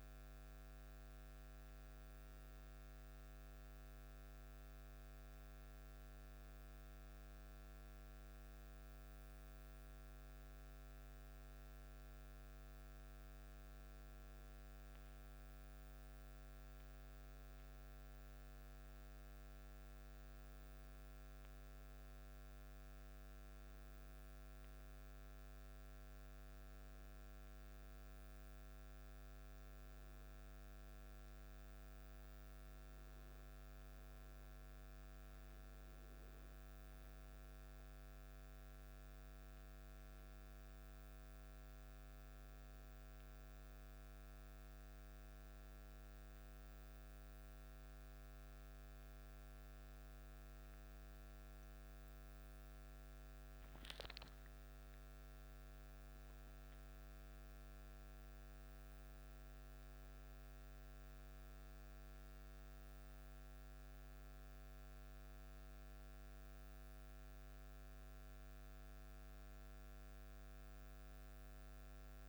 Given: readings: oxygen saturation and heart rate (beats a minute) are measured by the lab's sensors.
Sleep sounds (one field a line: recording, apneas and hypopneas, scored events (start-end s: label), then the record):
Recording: breathing in sleep, hard to hear, by a microphone on the trachea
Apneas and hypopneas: none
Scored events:
none scored
From the record:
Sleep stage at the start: N1 (lightest sleep)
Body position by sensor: on the back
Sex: male